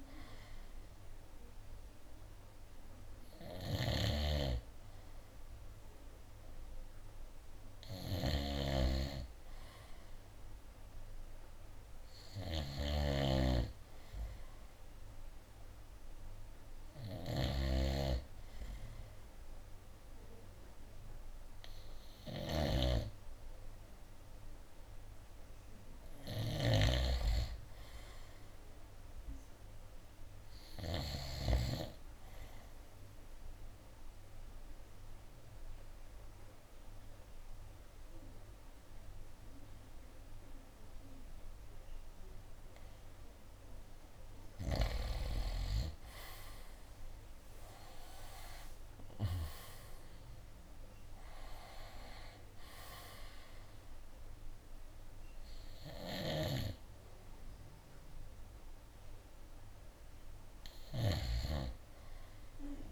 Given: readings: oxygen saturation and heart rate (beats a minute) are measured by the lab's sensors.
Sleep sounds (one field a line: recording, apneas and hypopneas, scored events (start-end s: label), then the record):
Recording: breathing in sleep by a room microphone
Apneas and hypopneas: 1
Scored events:
4.00-32.00 s: snoring (device-marked)
32.50-45.00 s: obstructive apnea (oxygen 94% before, 89% lowest, heart rate 71 before, 63 extreme, up 11 after)
48.00-51.50 s: arousal
48.50-60.50 s: drop in pulse transit time (device-marked, heart rate 69 before, 63 extreme)
53.50-62.92 s: oxygen desaturation (device-marked, oxygen 93% before, 89% lowest, heart rate 69 before, 63 extreme)
56.00-61.50 s: snoring (device-marked)
From the record:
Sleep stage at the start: N2 (light sleep)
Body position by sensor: on the right side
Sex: male